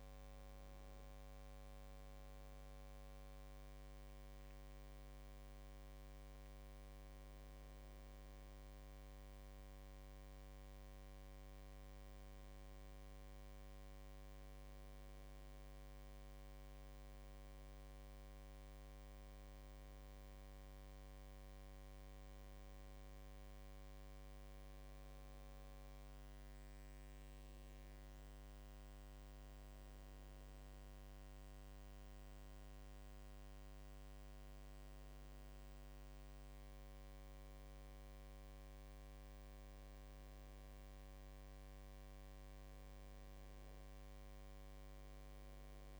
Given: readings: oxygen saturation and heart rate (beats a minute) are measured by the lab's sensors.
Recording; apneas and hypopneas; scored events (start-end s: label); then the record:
breathing in sleep, hard to hear, by a microphone on the trachea; none
none scored
From the record:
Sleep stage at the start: N1 (lightest sleep); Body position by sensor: on the back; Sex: female